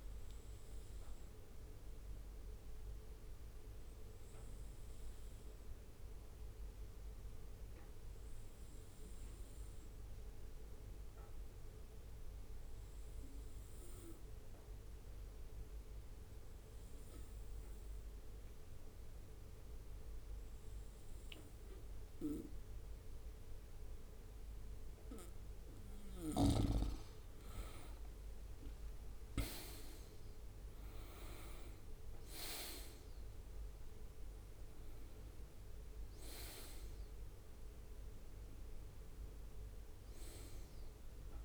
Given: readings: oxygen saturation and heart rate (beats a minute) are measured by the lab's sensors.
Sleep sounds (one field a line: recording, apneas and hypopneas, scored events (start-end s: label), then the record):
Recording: breathing in sleep by a room microphone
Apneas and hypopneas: 1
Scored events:
1.00-25.50 s: obstructive apnea (oxygen 98% before, 94% lowest, heart rate 63 before, 61 extreme, up 8 after)
27.50-29.00 s: leg movement (device-marked)
27.50-32.00 s: arousal
From the record:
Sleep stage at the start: N2 (light sleep)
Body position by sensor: on the right side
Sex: male